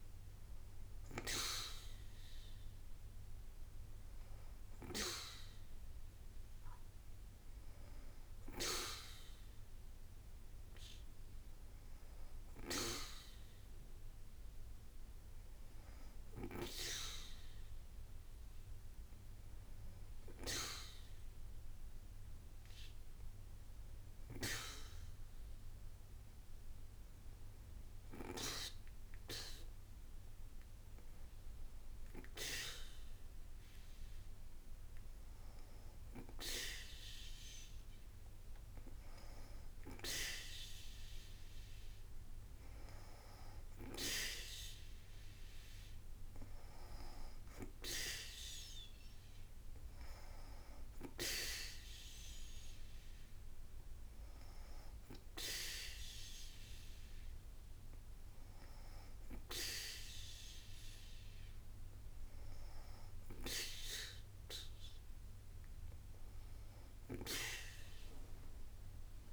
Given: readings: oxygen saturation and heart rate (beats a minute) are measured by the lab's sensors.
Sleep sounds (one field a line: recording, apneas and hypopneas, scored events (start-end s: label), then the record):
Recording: breathing in sleep by a room microphone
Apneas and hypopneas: 1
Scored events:
51.50-65.00 s: hypopnea (oxygen 96% before, 94% lowest, heart rate 60 before, 58 extreme, up 4 after)
From the record:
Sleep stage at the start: N2 (light sleep)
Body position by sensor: on the back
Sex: female